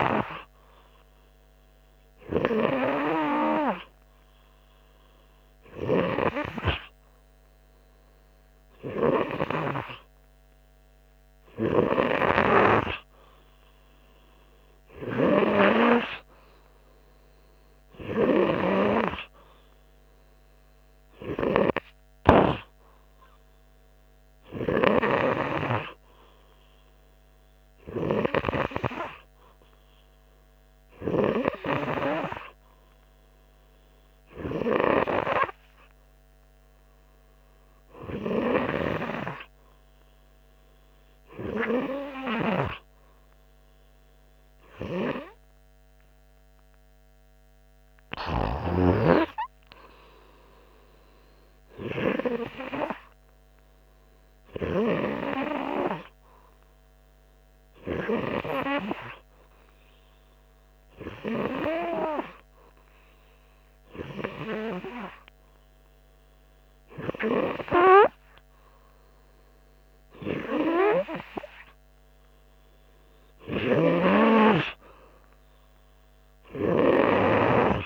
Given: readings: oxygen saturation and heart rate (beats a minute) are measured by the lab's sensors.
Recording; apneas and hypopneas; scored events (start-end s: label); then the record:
breathing in sleep by a microphone on the trachea; none
none scored
From the record:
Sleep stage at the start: N2 (light sleep); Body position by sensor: on the front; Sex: male